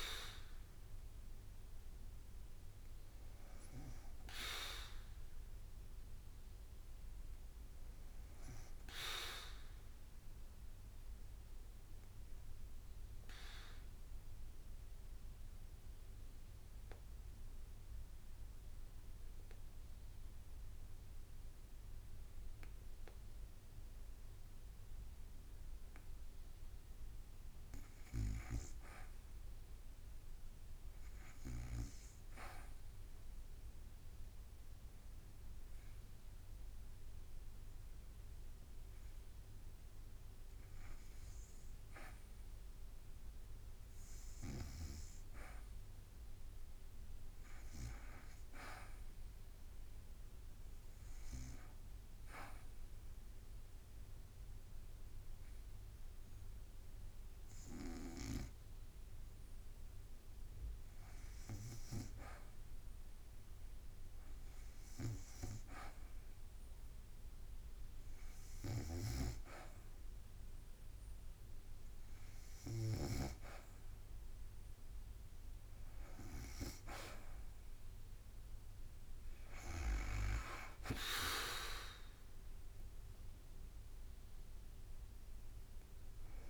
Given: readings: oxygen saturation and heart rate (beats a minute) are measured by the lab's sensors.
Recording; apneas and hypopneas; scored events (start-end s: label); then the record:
breathing in sleep by a room microphone; 2
7.00-11.00 s: arousal
13.00-25.50 s: obstructive apnea (oxygen 98% before, 85% lowest, heart rate 54 before, 53 extreme, up 1 after)
16.50-29.50 s: drop in pulse transit time (device-marked, heart rate 54 before, 53 extreme)
39.50-75.50 s: oxygen desaturation (device-marked, oxygen 97% before, 85% lowest, heart rate 54 before, 55 extreme)
41.00-44.50 s: arousal
51.00-61.50 s: hypopnea (oxygen 97% before, 85% lowest, heart rate 55 before, 57 extreme, up 2 after)
55.50-67.50 s: drop in pulse transit time (device-marked, heart rate 55 before, 56 extreme)
68.50-73.00 s: snoring (device-marked)
77.50-86.49 s: oxygen desaturation (device-marked, oxygen 90% before, 86% lowest, heart rate 58 before, 56 extreme)
78.00-82.00 s: arousal
83.50-86.49 s: drop in pulse transit time (device-marked, heart rate 60 before, 57 extreme)
From the record:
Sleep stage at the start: N2 (light sleep); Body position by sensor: on the back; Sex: female